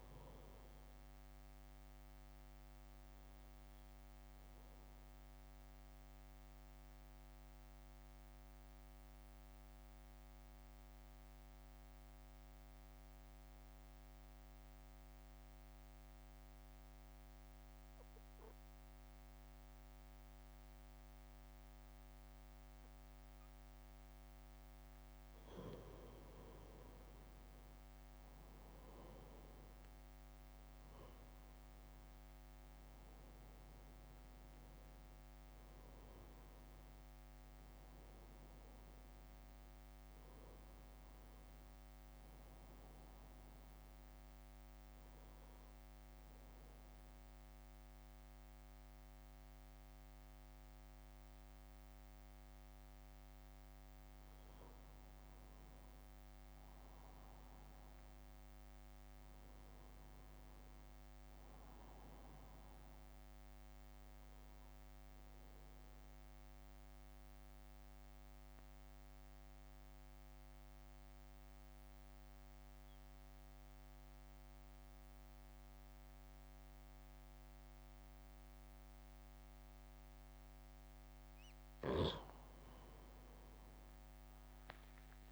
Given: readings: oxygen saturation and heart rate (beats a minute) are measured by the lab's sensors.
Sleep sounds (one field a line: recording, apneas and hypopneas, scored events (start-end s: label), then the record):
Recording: breathing in sleep, hard to hear, by a microphone on the trachea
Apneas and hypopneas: 3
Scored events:
0.00-3.00 s: drop in pulse transit time (device-marked, heart rate 56 extreme)
0.00-14.00 s: oxygen desaturation (device-marked, oxygen 90% lowest, heart rate 54 extreme)
2.00-24.50 s: obstructive apnea (oxygen 97% before, 90% lowest, heart rate 59 before, 54 extreme, up 2 after)
26.00-45.00 s: drop in pulse transit time (device-marked, heart rate 59 before, 54 extreme)
28.00-33.00 s: arousal
32.00-56.00 s: oxygen desaturation (device-marked, oxygen 96% before, 91% lowest, heart rate 59 before, 57 extreme)
44.00-55.00 s: obstructive apnea (oxygen 97% before, 91% lowest, heart rate 58 before, 57 extreme, up 1 after)
56.50-61.00 s: arousal
66.50-81.00 s: obstructive apnea (oxygen 97% before, 92% lowest, heart rate 61 before, 58 extreme, up 6 after)
83.00-85.31 s: arousal
From the record:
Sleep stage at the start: N2 (light sleep)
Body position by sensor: on the back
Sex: male